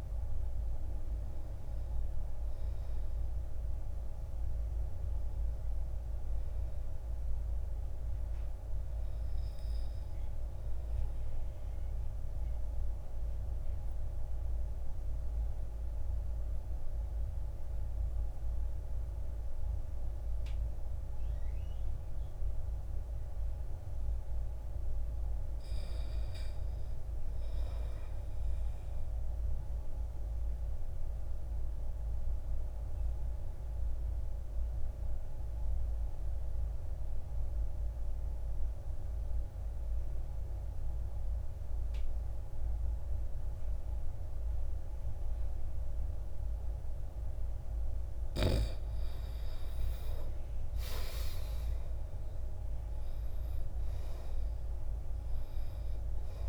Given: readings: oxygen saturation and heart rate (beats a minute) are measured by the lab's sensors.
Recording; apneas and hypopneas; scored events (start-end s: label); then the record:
breathing in sleep, hard to hear, by a room microphone; 2
0.00-19.00 s: oxygen desaturation (device-marked, oxygen 74% lowest, heart rate 53 extreme)
11.00-24.50 s: obstructive apnea (oxygen 93% before, 76% lowest, heart rate 68 before, 53 extreme, up 6 after)
26.00-28.50 s: arousal
30.50-48.50 s: obstructive apnea (oxygen 100% before, 83% lowest, heart rate 55 before, 54 extreme, up 11 after)
40.00-56.49 s: oxygen desaturation (device-marked, oxygen 98% before, 83% lowest, heart rate 57 before, 54 extreme)
50.50-55.00 s: arousal
From the record:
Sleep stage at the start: N2 (light sleep); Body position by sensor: on the back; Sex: male